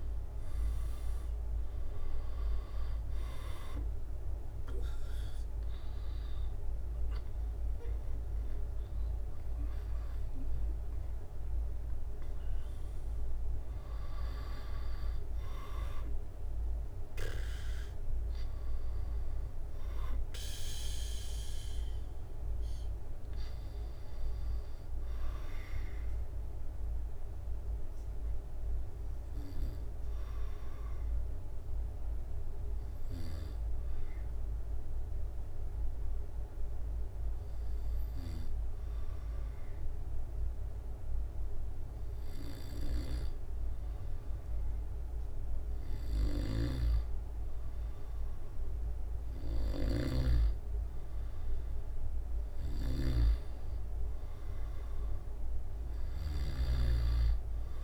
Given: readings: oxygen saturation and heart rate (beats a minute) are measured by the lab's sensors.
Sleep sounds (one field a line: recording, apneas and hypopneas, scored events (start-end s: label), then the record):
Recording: breathing in sleep by a room microphone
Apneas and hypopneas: 1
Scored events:
0.00-4.00 s: arousal
0.00-26.00 s: oxygen desaturation (device-marked, oxygen 92% lowest, heart rate 68 extreme)
1.00-19.00 s: drop in pulse transit time (device-marked, heart rate 71 before, 73 extreme)
26.50-45.50 s: obstructive apnea (oxygen 97% before, 95% lowest, heart rate 77 before, 68 extreme, up 3 after)
46.50-57.00 s: snoring (device-marked)
47.50-51.00 s: arousal
From the record:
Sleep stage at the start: N2 (light sleep)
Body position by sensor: on the back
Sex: male